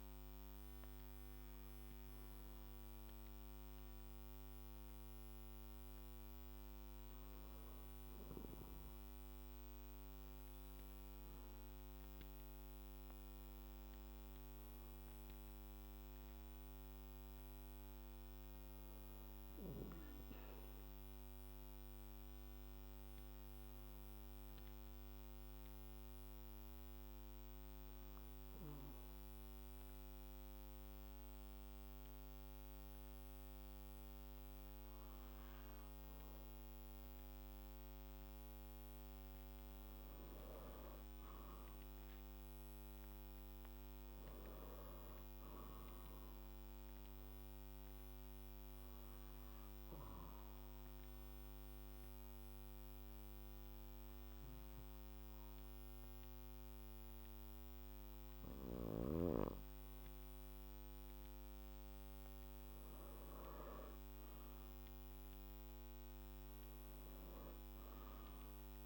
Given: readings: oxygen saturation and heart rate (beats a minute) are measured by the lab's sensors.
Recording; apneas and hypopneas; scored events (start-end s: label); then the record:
a person partly awake in a sleep study, hard to hear, by a microphone on the trachea; 1
13.50-68.86 s: new sleep stage, N2 (light sleep)
42.50-46.00 s: arousal
48.50-60.00 s: obstructive apnea (oxygen 98% before, 95% lowest, heart rate 59 before, 58 extreme, up 3 after)
63.00-67.00 s: arousal
From the record:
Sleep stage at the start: awake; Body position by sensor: on the back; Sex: male